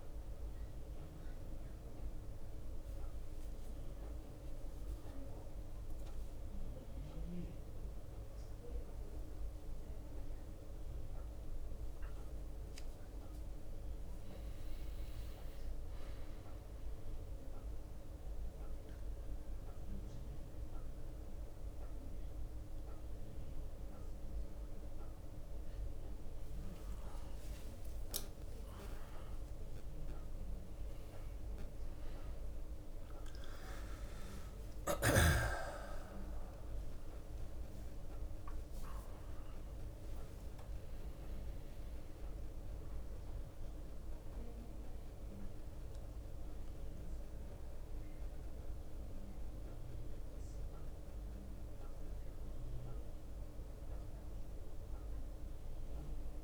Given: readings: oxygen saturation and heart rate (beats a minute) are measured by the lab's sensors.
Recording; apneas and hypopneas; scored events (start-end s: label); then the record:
a person awake in a sleep study, hard to hear, by a room microphone; none
7.50-9.50 s: long interval between heartbeats (device-marked, heart rate 73 before, 89 extreme)
15.00-17.00 s: long interval between heartbeats (device-marked, heart rate 77 before, 78 extreme)
24.00-34.00 s: drop in pulse transit time (device-marked, heart rate 79 before, 62 extreme)
27.00-38.00 s: tachycardia (device-marked, heart rate 71 before, 135 extreme)
27.50-29.50 s: long interval between heartbeats (device-marked, heart rate 77 before, 79 extreme)
29.50-31.50 s: long interval between heartbeats (device-marked, heart rate 77 before, 98 extreme)
35.50-37.50 s: long interval between heartbeats (device-marked, heart rate 87 before, 116 extreme)
37.00-56.43 s: new sleep stage, N1 (lightest sleep)
40.00-42.00 s: long interval between heartbeats (device-marked, heart rate 97 before, 93 extreme)
From the record:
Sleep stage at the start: awake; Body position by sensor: on the back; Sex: male